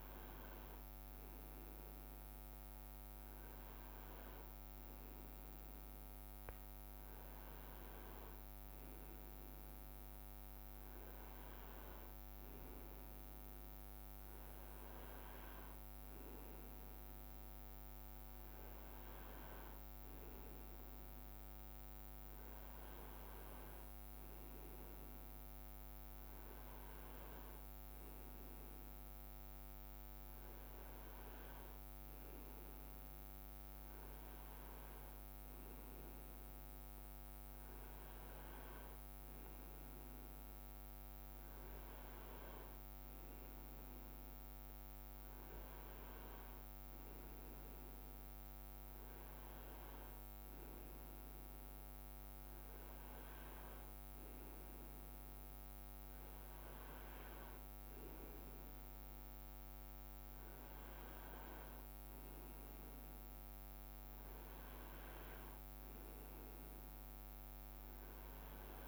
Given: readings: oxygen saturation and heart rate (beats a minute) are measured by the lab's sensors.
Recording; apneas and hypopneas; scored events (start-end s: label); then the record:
breathing in sleep, hard to hear, by a microphone on the trachea; none
none scored
From the record:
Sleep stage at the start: N2 (light sleep); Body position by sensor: on the right side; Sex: male